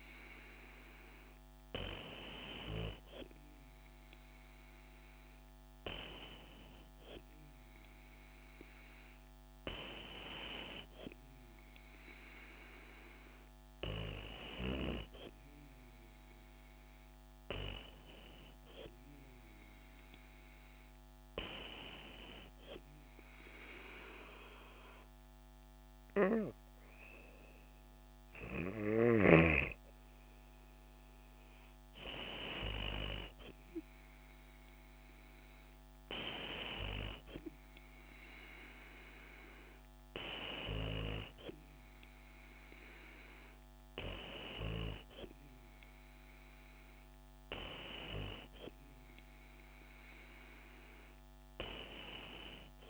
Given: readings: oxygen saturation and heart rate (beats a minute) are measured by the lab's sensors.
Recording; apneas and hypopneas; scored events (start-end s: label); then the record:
breathing in sleep by a microphone on the trachea; none
none scored
From the record:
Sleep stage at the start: N2 (light sleep); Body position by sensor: on the back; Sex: female